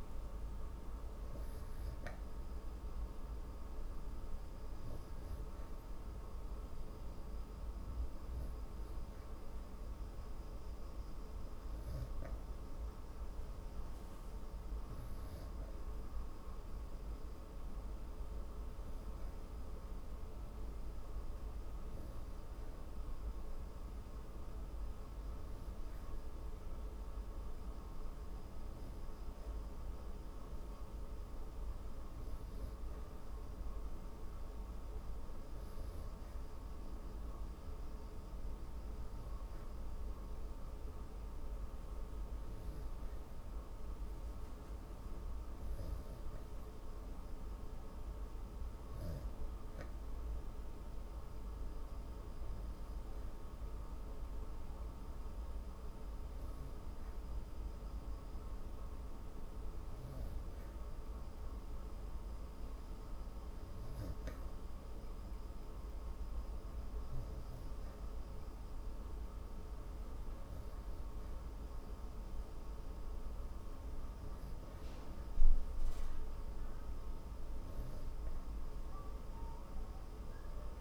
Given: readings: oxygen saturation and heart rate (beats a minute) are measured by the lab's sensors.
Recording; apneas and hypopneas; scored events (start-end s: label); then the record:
breathing in sleep, hard to hear, by a room microphone; none
none scored
From the record:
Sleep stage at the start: N3 (deep sleep); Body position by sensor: on the back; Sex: female